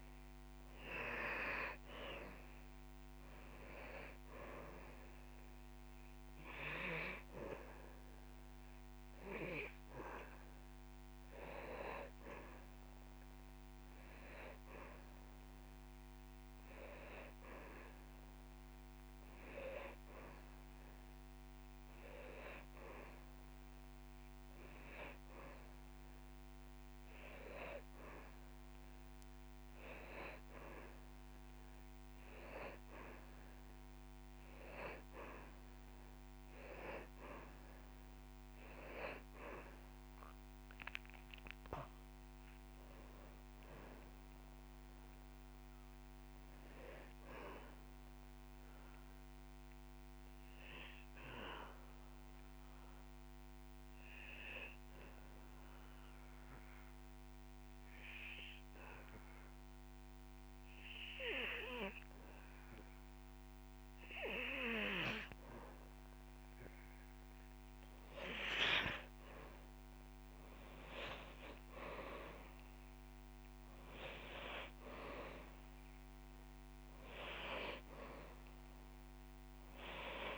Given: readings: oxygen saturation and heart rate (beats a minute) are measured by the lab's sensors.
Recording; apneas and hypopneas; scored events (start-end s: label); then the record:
breathing in sleep by a microphone on the trachea; 1
0.50-2.50 s: long interval between heartbeats (device-marked)
3.50-24.50 s: oxygen desaturation (device-marked, oxygen 98% before, 90% lowest)
16.50-18.50 s: long interval between heartbeats (device-marked)
28.50-30.50 s: long interval between heartbeats (device-marked)
42.50-44.50 s: long interval between heartbeats (device-marked)
55.00-66.00 s: obstructive apnea (oxygen 98% before, 91% lowest)
58.00-60.00 s: long interval between heartbeats (device-marked)
69.00-72.00 s: arousal
74.50-80.37 s: oxygen desaturation (device-marked, oxygen 97% before, 91% lowest)
From the record:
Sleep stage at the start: N2 (light sleep); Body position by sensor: on the back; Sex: male